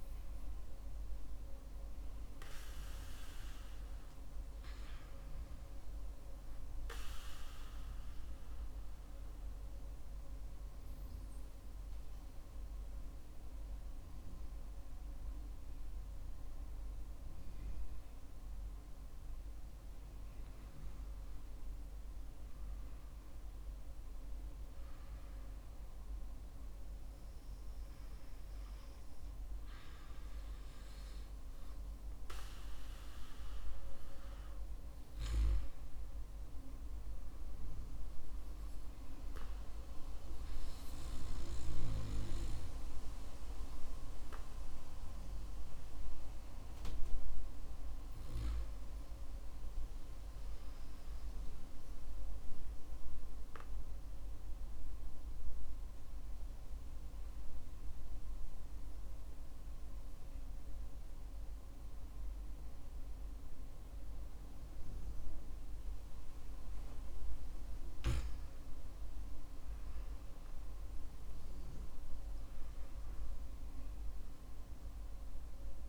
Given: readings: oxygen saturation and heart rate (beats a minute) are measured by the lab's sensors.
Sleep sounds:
breathing in sleep by a room microphone; 1
53.50-66.50 s: obstructive apnea (oxygen 96% before, 94% lowest, heart rate 57 before, 52 extreme, up 15 after)
69.00-73.00 s: arousal
From the record:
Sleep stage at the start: N2 (light sleep); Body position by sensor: on the back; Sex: male

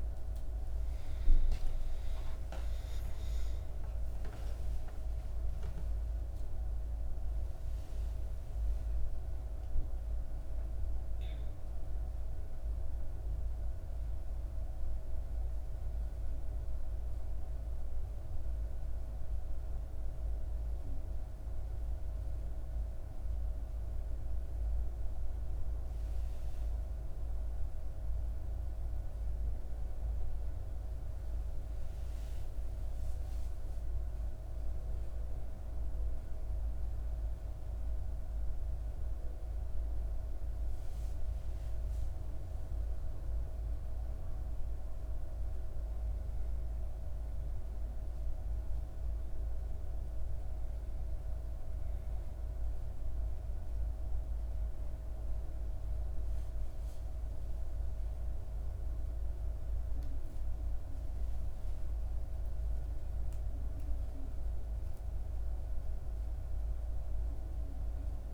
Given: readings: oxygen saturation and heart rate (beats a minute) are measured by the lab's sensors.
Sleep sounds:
a person awake in a sleep study, hard to hear, by a room microphone; none
none scored
From the record:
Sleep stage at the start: awake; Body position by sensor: on the back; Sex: female

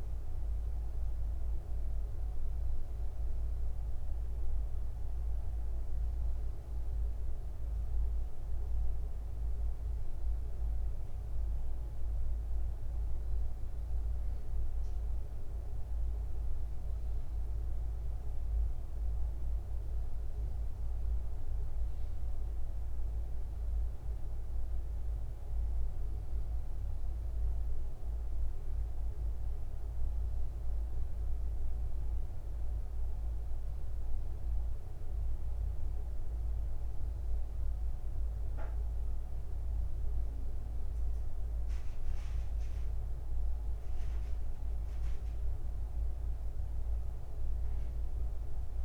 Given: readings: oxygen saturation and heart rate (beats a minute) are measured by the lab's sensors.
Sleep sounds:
breathing in sleep, hard to hear, by a room microphone; none
none scored
From the record:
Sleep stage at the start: N1 (lightest sleep); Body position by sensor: upright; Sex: male

